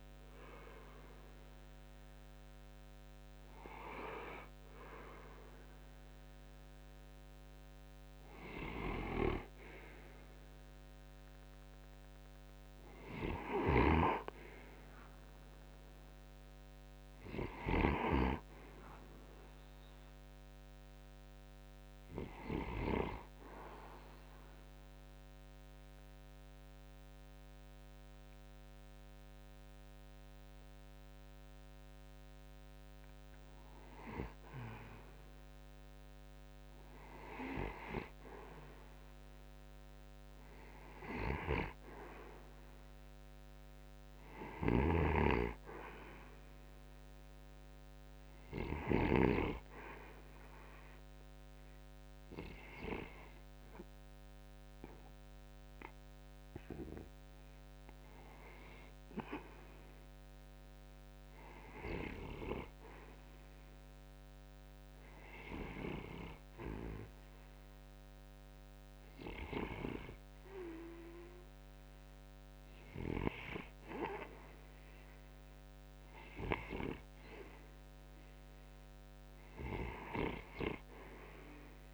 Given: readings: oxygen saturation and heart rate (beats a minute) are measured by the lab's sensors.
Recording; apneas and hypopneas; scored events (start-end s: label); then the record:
breathing in sleep by a microphone on the trachea; 2
0.00-20.00 s: oxygen desaturation (device-marked, oxygen 81% lowest)
18.50-21.50 s: arousal
24.00-34.00 s: obstructive apnea (oxygen 97% before, 85% lowest)
36.00-39.50 s: arousal
37.00-63.00 s: oxygen desaturation (device-marked, oxygen 96% before, 86% lowest)
61.00-71.50 s: hypopnea (oxygen 95% before, 83% lowest)
73.00-81.94 s: oxygen desaturation (device-marked, oxygen 89% before, 85% lowest)
74.50-78.50 s: arousal
From the record:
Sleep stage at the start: REM sleep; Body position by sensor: on the right side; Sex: male